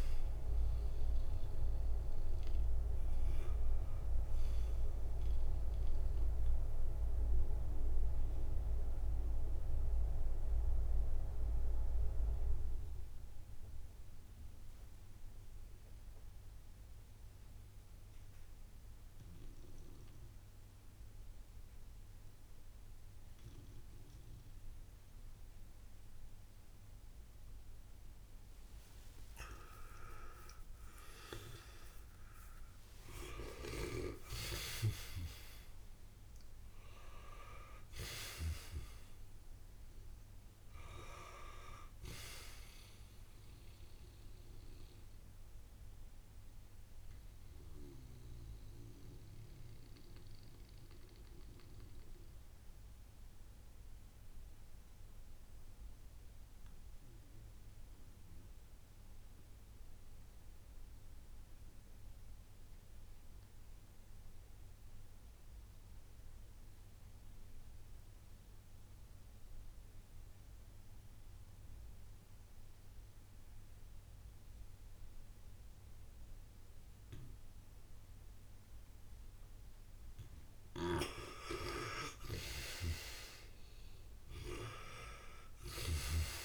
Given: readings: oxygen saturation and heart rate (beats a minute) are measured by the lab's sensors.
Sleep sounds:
breathing in sleep by a room microphone; 2
0.00-21.00 s: oxygen desaturation (device-marked, oxygen 85% lowest, heart rate 56 extreme)
6.00-27.50 s: mixed apnea (oxygen 98% before, 85% lowest, heart rate 63 before, 56 extreme, up 4 after)
28.00-31.50 s: arousal
38.00-64.00 s: oxygen desaturation (device-marked, oxygen 98% before, 90% lowest, heart rate 58 before, 55 extreme)
45.00-79.50 s: mixed apnea (oxygen 98% before, 84% lowest, heart rate 60 before, 55 extreme, up 5 after)
75.00-86.45 s: oxygen desaturation (device-marked, oxygen 98% before, 84% lowest, heart rate 59 before, 56 extreme)
80.00-85.50 s: snoring (device-marked)
81.00-86.45 s: arousal
From the record:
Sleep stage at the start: N2 (light sleep); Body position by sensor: on the back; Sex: male

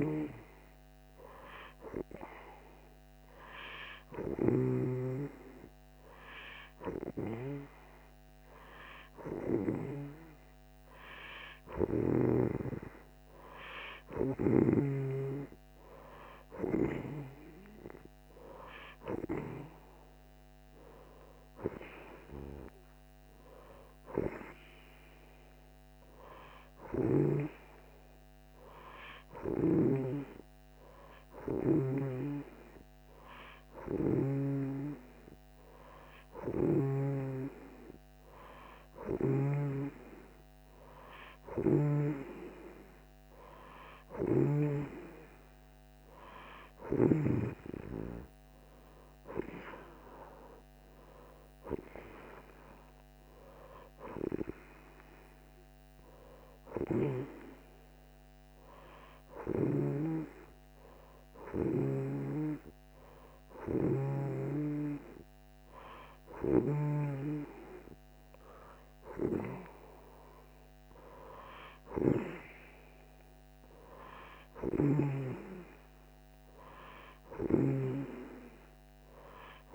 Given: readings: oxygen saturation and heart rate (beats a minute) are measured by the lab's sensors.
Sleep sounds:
breathing in sleep by a microphone on the trachea; none
26.50-34.50 s: snoring (device-marked)
39.00-44.50 s: snoring (device-marked)
From the record:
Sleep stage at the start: N2 (light sleep); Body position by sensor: on the right side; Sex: female

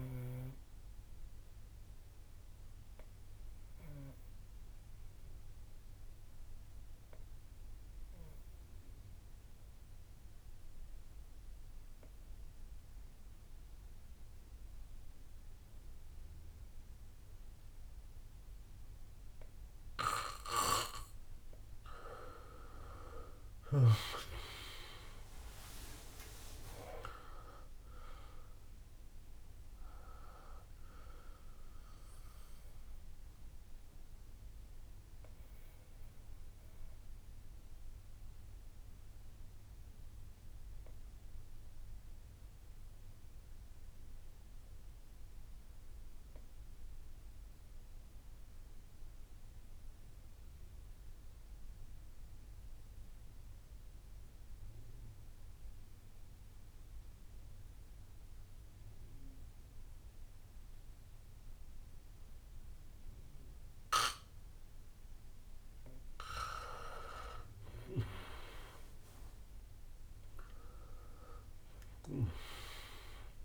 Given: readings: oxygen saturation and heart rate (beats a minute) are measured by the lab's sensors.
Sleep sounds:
breathing in sleep by a room microphone; 2
1.00-15.00 s: bradycardia (device-marked, heart rate 68 before, 56 extreme)
1.00-21.00 s: obstructive apnea (oxygen 99% before, 86% lowest, heart rate 59 before, 52 extreme, up 42 after)
3.00-12.00 s: oxygen desaturation (device-marked, oxygen 98% before, 93% lowest, heart rate 59 before, 56 extreme)
16.00-19.00 s: bradycardia (device-marked, heart rate 67 before, 59 extreme)
22.00-47.00 s: oxygen desaturation (device-marked, oxygen 96% before, 86% lowest, heart rate 58 before, 52 extreme)
24.00-28.00 s: arousal
25.00-36.00 s: drop in pulse transit time (device-marked, heart rate 59 before, 63 extreme)
26.50-28.50 s: long interval between heartbeats (device-marked, heart rate 59 before, 85 extreme)
32.00-64.00 s: obstructive apnea (oxygen 96% before, 86% lowest, heart rate 71 before, 52 extreme, up 21 after)
33.00-64.00 s: bradycardia (device-marked, heart rate 66 before, 52 extreme)
64.00-73.45 s: oxygen desaturation (device-marked, oxygen 99% before, 88% lowest, heart rate 57 before, 56 extreme)
69.00-73.45 s: drop in pulse transit time (device-marked, heart rate 58 before, 63 extreme)
69.50-73.45 s: arousal
72.00-73.45 s: long interval between heartbeats (device-marked, heart rate 60 before, 86 extreme)
72.00-73.45 s: snoring (device-marked)
From the record:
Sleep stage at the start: N2 (light sleep); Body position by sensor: on the back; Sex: male

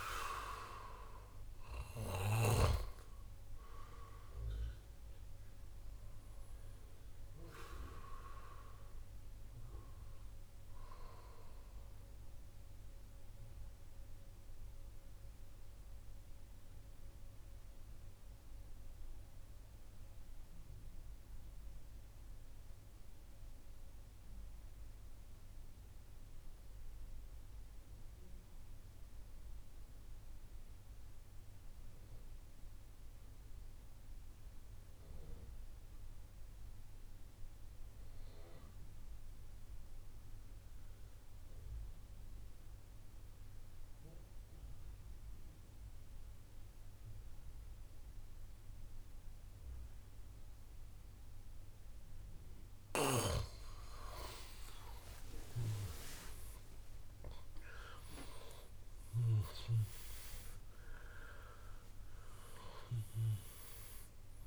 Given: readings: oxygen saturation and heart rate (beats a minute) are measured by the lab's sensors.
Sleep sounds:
breathing in sleep by a room microphone; 1
0.00-19.00 s: oxygen desaturation (device-marked, oxygen 88% lowest, heart rate 56 extreme)
12.00-53.50 s: mixed apnea (oxygen 96% before, 88% lowest, heart rate 71 before, 56 extreme, up 27 after)
37.00-64.47 s: oxygen desaturation (device-marked, oxygen 99% before, 88% lowest, heart rate 64 before, 56 extreme)
54.50-59.00 s: arousal
From the record:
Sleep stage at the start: N2 (light sleep); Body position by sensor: on the back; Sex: male

